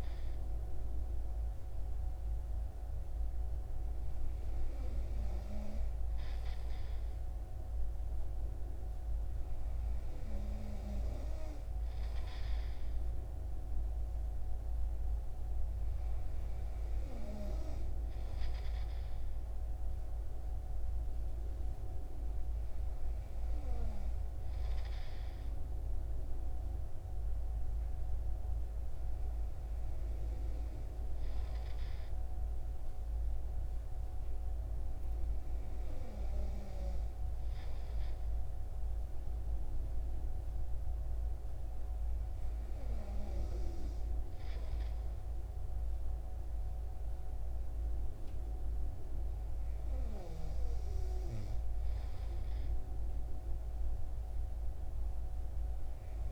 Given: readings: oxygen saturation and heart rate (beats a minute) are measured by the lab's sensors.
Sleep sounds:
breathing in sleep by a room microphone; none
none scored
From the record:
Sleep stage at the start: N2 (light sleep); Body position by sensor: on the right side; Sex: male

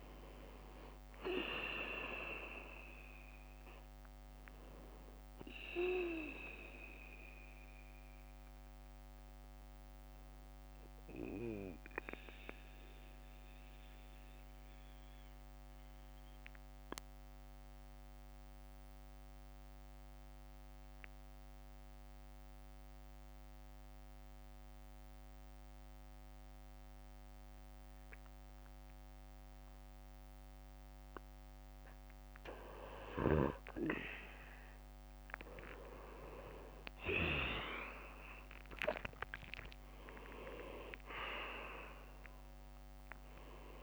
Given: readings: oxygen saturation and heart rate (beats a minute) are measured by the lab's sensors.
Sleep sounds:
breathing in sleep by a microphone on the trachea; 1
10.50-30.00 s: mixed apnea (oxygen 97% before, 94% lowest, heart rate 64 before, 58 extreme, up 10 after)
36.00-41.00 s: arousal
41.50-43.83 s: oxygen desaturation (device-marked, oxygen 97% before, 94% lowest, heart rate 65 before, 56 extreme)
From the record:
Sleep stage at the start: N2 (light sleep); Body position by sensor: on the back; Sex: male

